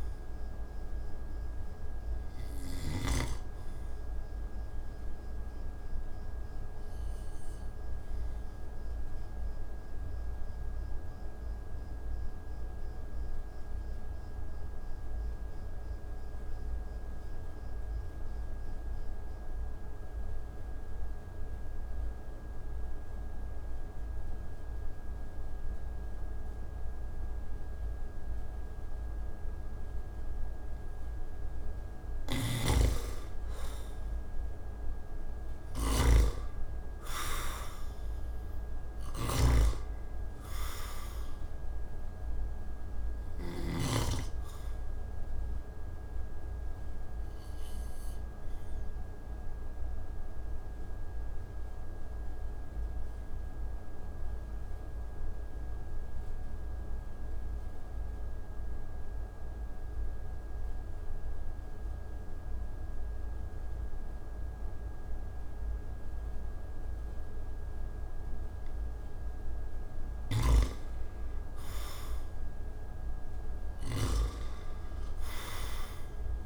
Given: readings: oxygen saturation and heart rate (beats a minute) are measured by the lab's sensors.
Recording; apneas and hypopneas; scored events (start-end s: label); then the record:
breathing in sleep by a room microphone; 2
0.00-2.50 s: snoring (device-marked)
0.00-20.00 s: oxygen desaturation (device-marked, oxygen 86% lowest)
4.50-31.50 s: obstructive apnea (oxygen 98% before, 82% lowest)
31.50-43.00 s: snoring (device-marked)
32.00-63.00 s: oxygen desaturation (device-marked, oxygen 98% before, 82% lowest)
34.00-36.50 s: arousal
43.00-70.50 s: obstructive apnea (oxygen 98% before, 82% lowest)
69.50-76.46 s: snoring (device-marked)
72.50-76.00 s: arousal
From the record:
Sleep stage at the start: N2 (light sleep); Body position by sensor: on the back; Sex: male